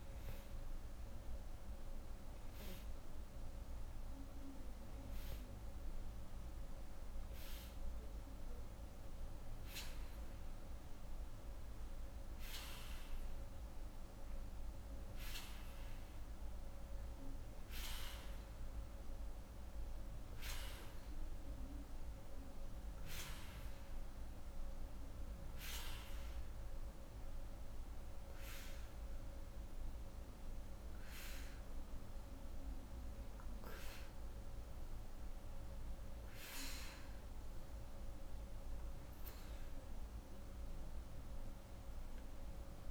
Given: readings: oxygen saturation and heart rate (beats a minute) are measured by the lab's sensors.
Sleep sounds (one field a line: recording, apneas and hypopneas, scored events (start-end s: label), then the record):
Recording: breathing in sleep, hard to hear, by a room microphone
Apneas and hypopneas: none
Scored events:
2.50-42.91 s: new sleep stage, N2 (light sleep)
From the record:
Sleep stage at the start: REM sleep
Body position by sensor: on the right side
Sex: female